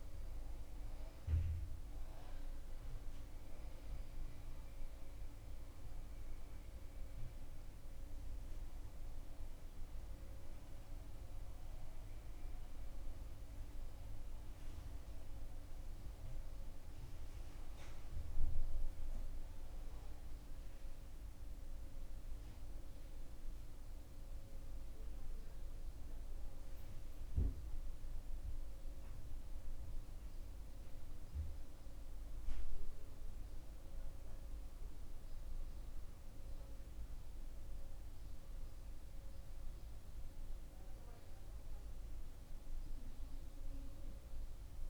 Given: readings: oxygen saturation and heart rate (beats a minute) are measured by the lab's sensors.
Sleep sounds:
a person awake in a sleep study, hard to hear, by a room microphone; none
none scored
From the record:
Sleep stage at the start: awake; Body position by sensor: on the back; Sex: male

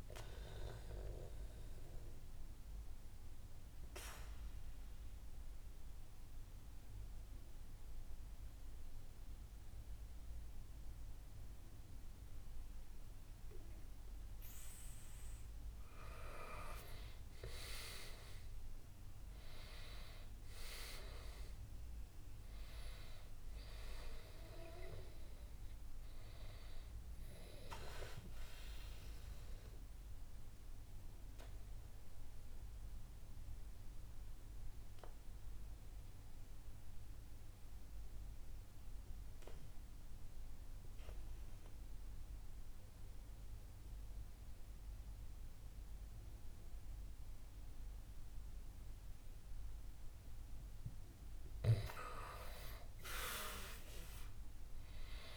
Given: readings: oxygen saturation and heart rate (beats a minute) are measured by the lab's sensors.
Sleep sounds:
breathing in sleep by a room microphone; 2
0.50-15.00 s: obstructive apnea (oxygen 98% before, 93% lowest, heart rate 64 before, 64 extreme, up 5 after)
16.50-20.00 s: arousal
18.50-41.50 s: oxygen desaturation (device-marked, oxygen 97% before, 93% lowest, heart rate 64 before, 64 extreme)
27.50-51.00 s: mixed apnea (oxygen 97% before, 93% lowest, heart rate 66 before, 63 extreme, up 4 after)
52.50-55.37 s: arousal
52.50-55.37 s: oxygen desaturation (device-marked, oxygen 98% before, 93% lowest, heart rate 66 before, 62 extreme)
From the record:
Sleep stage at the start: N2 (light sleep); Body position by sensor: on the back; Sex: male

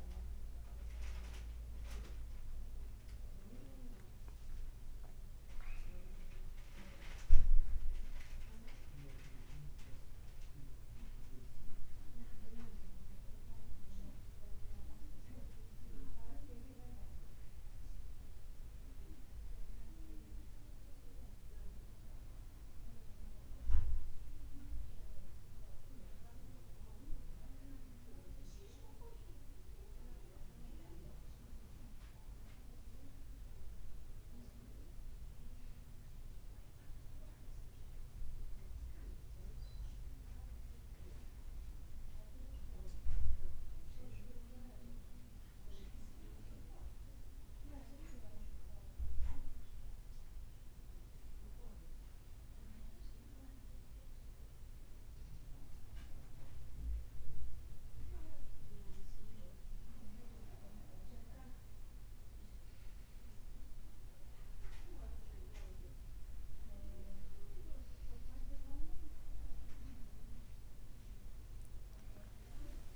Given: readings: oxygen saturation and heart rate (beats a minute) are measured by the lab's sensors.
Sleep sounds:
breathing in sleep by a room microphone; 1
0.00-1.00 s: leg movement (device-marked)
48.00-52.00 s: arousal
54.50-65.00 s: hypopnea (oxygen 95% before, 93% lowest, heart rate 63 before, 63 extreme, up 3 after)
68.50-72.50 s: arousal
From the record:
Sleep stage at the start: N1 (lightest sleep); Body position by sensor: on the back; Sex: male

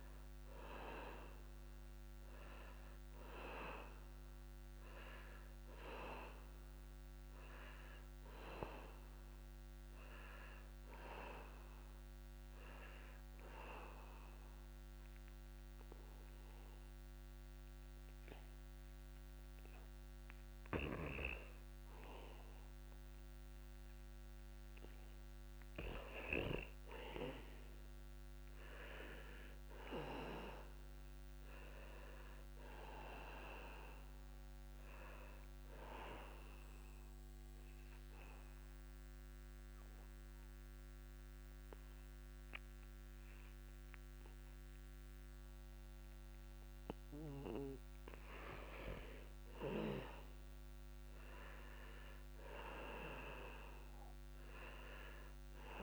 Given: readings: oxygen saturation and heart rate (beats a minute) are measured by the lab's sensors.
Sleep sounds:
breathing in sleep by a microphone on the trachea; 2
0.50-15.50 s: oxygen desaturation (device-marked, oxygen 96% before, 89% lowest, heart rate 71 before, 68 extreme)
15.00-25.50 s: obstructive apnea (oxygen 96% before, 88% lowest, heart rate 71 before, 68 extreme)
27.00-30.50 s: arousal
28.50-49.50 s: oxygen desaturation (device-marked, oxygen 97% before, 91% lowest, heart rate 73 before, 67 extreme)
37.00-48.50 s: obstructive apnea (oxygen 97% before, 88% lowest, heart rate 71 before, 67 extreme, up 1 after)
50.00-54.50 s: arousal
From the record:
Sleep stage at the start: N2 (light sleep); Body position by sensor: on the back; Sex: male

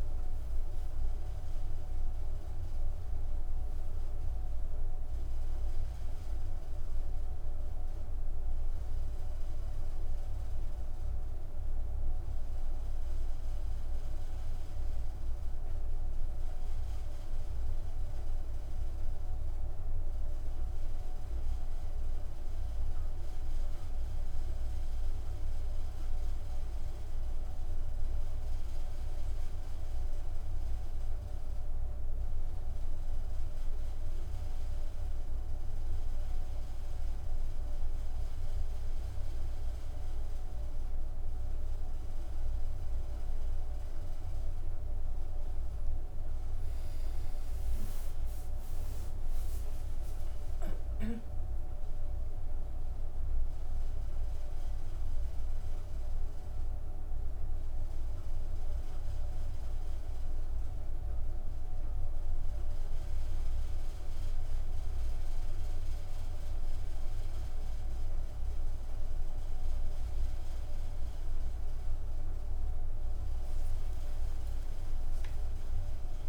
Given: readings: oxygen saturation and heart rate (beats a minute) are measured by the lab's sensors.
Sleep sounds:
breathing in sleep, hard to hear, by a room microphone; none
49.50-54.50 s: arousal
From the record:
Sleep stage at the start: N1 (lightest sleep); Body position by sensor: on the back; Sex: female

